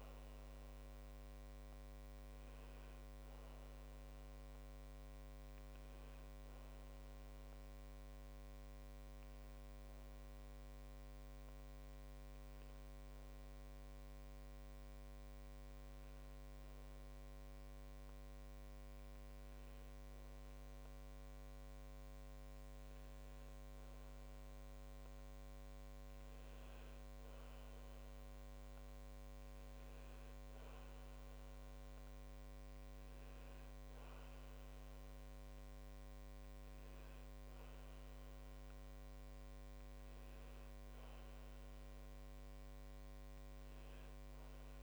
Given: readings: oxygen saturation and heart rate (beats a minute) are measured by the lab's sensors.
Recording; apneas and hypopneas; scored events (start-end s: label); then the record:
breathing in sleep, hard to hear, by a microphone on the trachea; 1
1.50-5.50 s: arousal
11.00-26.00 s: hypopnea (oxygen 100% before, 96% lowest)
22.00-44.83 s: new sleep stage, N2 (light sleep)
32.50-37.50 s: arousal
From the record:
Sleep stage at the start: N1 (lightest sleep); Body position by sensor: on the back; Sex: male